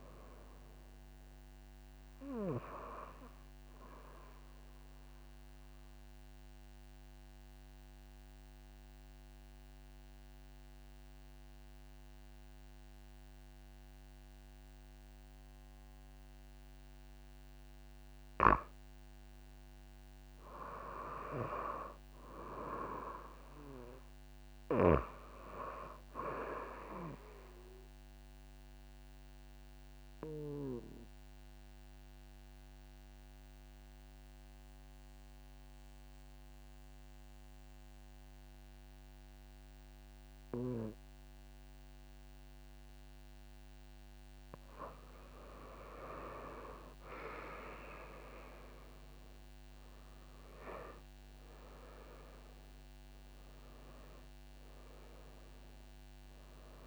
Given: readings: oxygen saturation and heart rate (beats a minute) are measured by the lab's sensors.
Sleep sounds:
breathing in sleep by a microphone on the trachea; 2
0.00-10.50 s: oxygen desaturation (device-marked, oxygen 89% lowest)
4.00-17.50 s: obstructive apnea (oxygen 97% before, 89% lowest)
21.00-24.50 s: arousal
24.50-41.50 s: oxygen desaturation (device-marked, oxygen 98% before, 93% lowest)
29.00-44.50 s: obstructive apnea (oxygen 99% before, 90% lowest)
46.50-49.00 s: arousal
49.50-56.87 s: oxygen desaturation (device-marked, oxygen 96% before, 91% lowest)
From the record:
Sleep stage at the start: N2 (light sleep); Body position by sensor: on the back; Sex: female

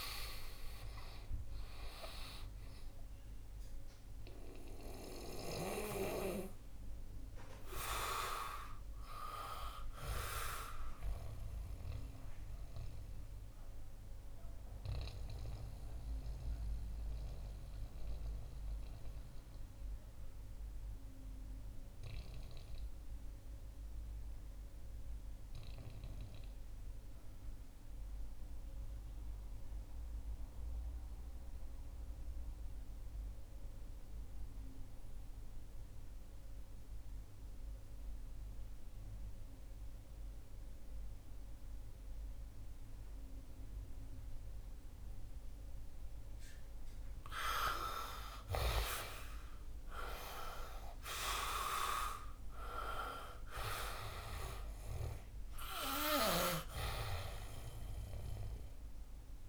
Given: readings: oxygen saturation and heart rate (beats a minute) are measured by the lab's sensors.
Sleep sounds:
breathing in sleep by a room microphone; 1
0.00-27.50 s: oxygen desaturation (device-marked, oxygen 82% lowest, heart rate 59 extreme)
11.50-46.50 s: mixed apnea (oxygen 97% before, 82% lowest, heart rate 68 before, 60 extreme, up 15 after)
41.50-59.49 s: oxygen desaturation (device-marked, oxygen 99% before, 83% lowest, heart rate 65 before, 63 extreme)
48.00-52.00 s: arousal
From the record:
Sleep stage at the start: REM sleep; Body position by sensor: on the back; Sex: male

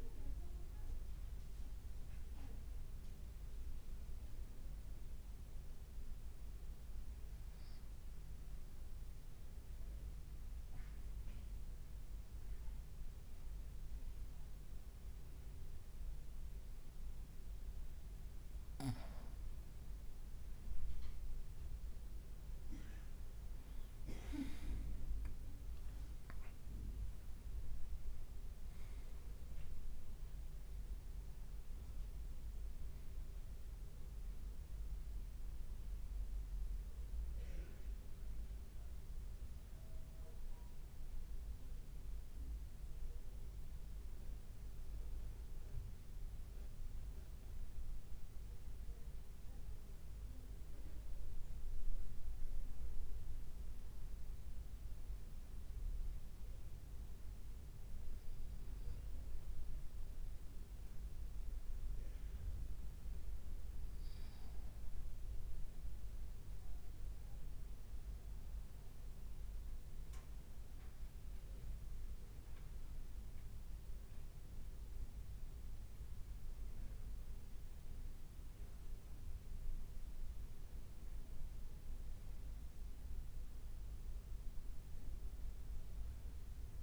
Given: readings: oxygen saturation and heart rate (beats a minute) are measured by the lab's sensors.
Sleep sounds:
breathing in sleep, hard to hear, by a room microphone; 2
3.00-17.50 s: obstructive apnea (oxygen 99% before, 92% lowest, heart rate 54 before, 53 extreme, up 3 after)
12.50-41.50 s: oxygen desaturation (device-marked, oxygen 97% before, 93% lowest, heart rate 54 before, 51 extreme)
19.50-23.50 s: arousal
24.50-26.00 s: leg movement (device-marked)
48.00-52.00 s: arousal
54.00-64.50 s: obstructive apnea (oxygen 95% before, 93% lowest, heart rate 56 before, 51 extreme, up 2 after)
67.00-71.50 s: arousal
From the record:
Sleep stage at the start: N2 (light sleep); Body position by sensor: on the back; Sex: male

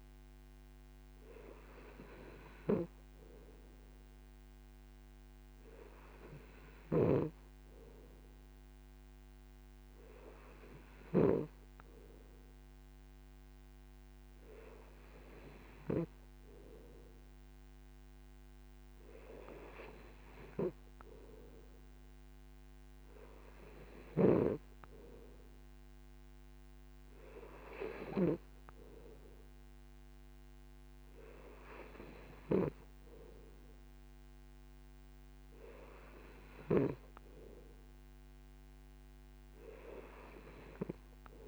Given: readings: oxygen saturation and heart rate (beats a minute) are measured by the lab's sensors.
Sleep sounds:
breathing in sleep by a microphone on the trachea; none
none scored
From the record:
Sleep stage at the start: N2 (light sleep); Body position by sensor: on the right side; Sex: male

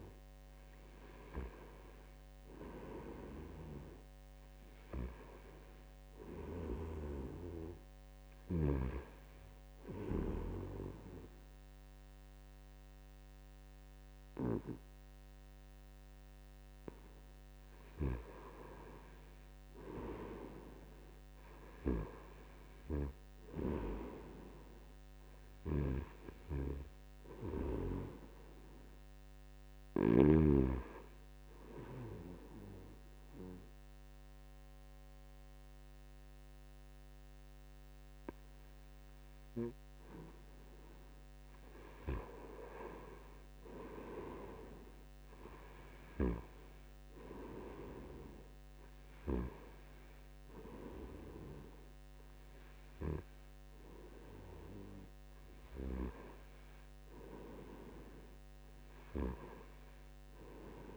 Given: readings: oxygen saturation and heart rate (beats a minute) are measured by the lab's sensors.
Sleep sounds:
breathing in sleep by a microphone on the trachea; 1
12.50-42.50 s: new sleep stage, N2 (light sleep)
25.50-30.50 s: snoring (device-marked)
26.50-39.50 s: oxygen desaturation (device-marked, oxygen 95% before, 92% lowest, heart rate 75 before, 74 extreme)
32.00-42.00 s: obstructive apnea (oxygen 95% before, 91% lowest, heart rate 75 before, 74 extreme, up 5 after)
42.50-46.50 s: arousal
42.50-60.97 s: new sleep stage, N1 (lightest sleep)
50.50-60.97 s: oxygen desaturation (device-marked, oxygen 96% before, 91% lowest, heart rate 76 before, 77 extreme)
From the record:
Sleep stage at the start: N1 (lightest sleep); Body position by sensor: on the back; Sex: male

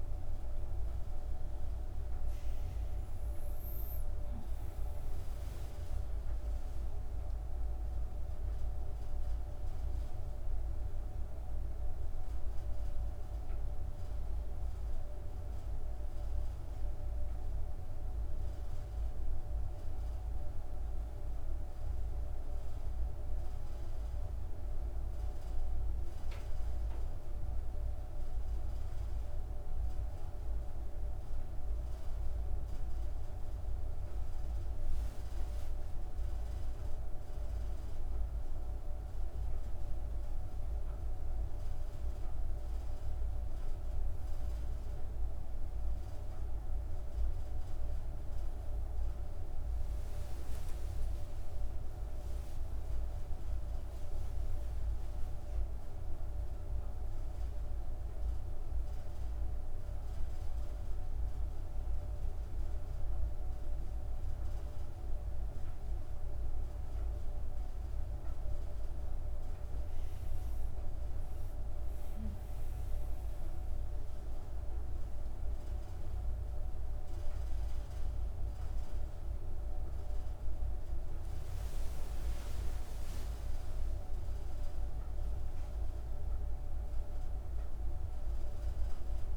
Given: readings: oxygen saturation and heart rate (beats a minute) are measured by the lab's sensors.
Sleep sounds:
breathing in sleep, hard to hear, by a room microphone; 1
12.50-17.00 s: arousal
21.00-34.00 s: hypopnea (oxygen 98% before, 97% lowest, heart rate 58 before, 50 extreme, up 29 after)
36.00-41.50 s: arousal
88.00-89.37 s: new sleep stage, awake
From the record:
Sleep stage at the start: N2 (light sleep); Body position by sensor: on the back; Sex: female

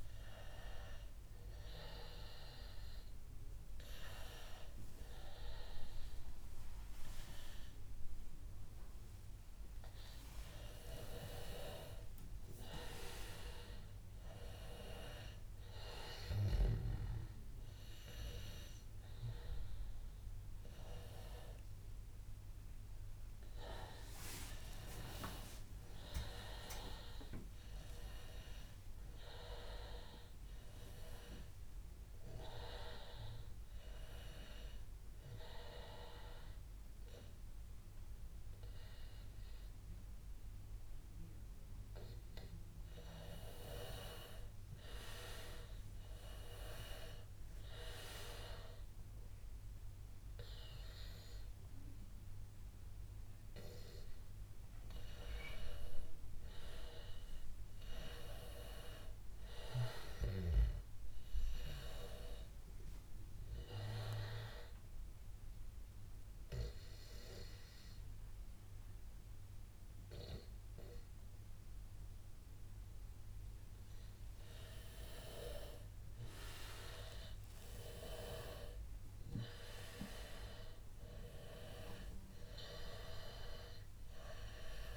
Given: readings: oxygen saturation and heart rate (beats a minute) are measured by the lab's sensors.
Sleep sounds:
a person partly awake in a sleep study, by a room microphone; 1
33.50-84.97 s: new sleep stage, N2 (light sleep)
48.50-61.50 s: oxygen desaturation (device-marked, oxygen 96% before, 91% lowest, heart rate 94 before, 80 extreme)
64.50-75.00 s: obstructive apnea (oxygen 97% before, 91% lowest, heart rate 87 before, 84 extreme, up 8 after)
82.50-84.97 s: oxygen desaturation (device-marked, oxygen 96% before, 91% lowest, heart rate 88 before, 93 extreme)
From the record:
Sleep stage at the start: awake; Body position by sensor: on the back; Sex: male

